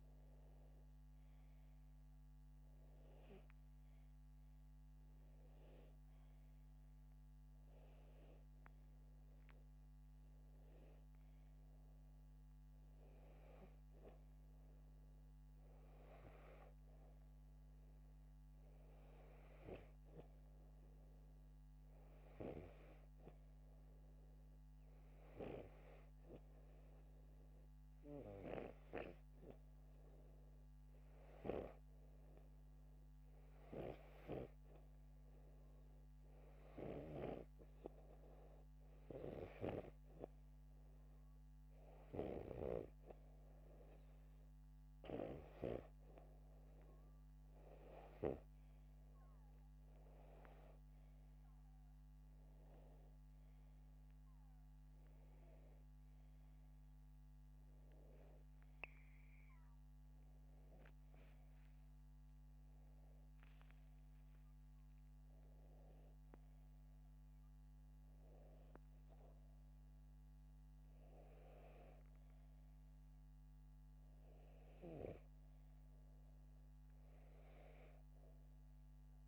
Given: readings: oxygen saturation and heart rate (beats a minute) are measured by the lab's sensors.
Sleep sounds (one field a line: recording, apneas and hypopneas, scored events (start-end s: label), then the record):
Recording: breathing in sleep by a microphone on the trachea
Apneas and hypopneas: none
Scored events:
none scored
From the record:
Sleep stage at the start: N2 (light sleep)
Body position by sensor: upright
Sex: male